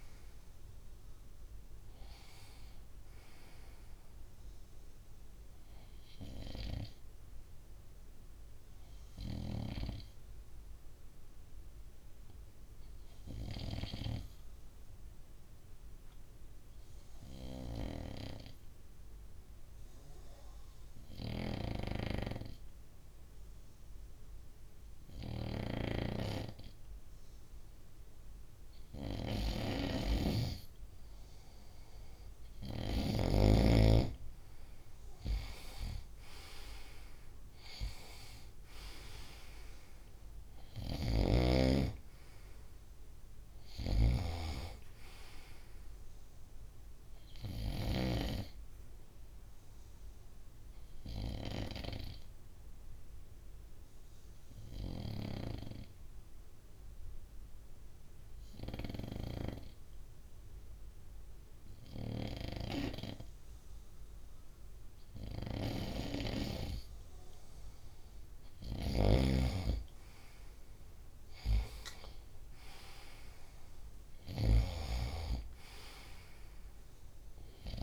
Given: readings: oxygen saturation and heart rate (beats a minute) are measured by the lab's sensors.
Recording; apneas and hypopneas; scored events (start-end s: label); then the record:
breathing in sleep by a room microphone; 2
8.00-27.00 s: obstructive apnea (oxygen 97% before, 94% lowest, heart rate 68 before, 63 extreme, up 3 after)
24.50-30.00 s: snoring (device-marked)
27.00-42.00 s: oxygen desaturation (device-marked, oxygen 98% before, 94% lowest, heart rate 65 before, 65 extreme)
32.50-36.50 s: arousal
43.00-47.50 s: snoring (device-marked)
50.50-67.50 s: obstructive apnea (oxygen 97% before, 93% lowest, heart rate 68 before, 65 extreme, up 2 after)
70.00-73.50 s: arousal
From the record:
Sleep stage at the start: N2 (light sleep); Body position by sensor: on the front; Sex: male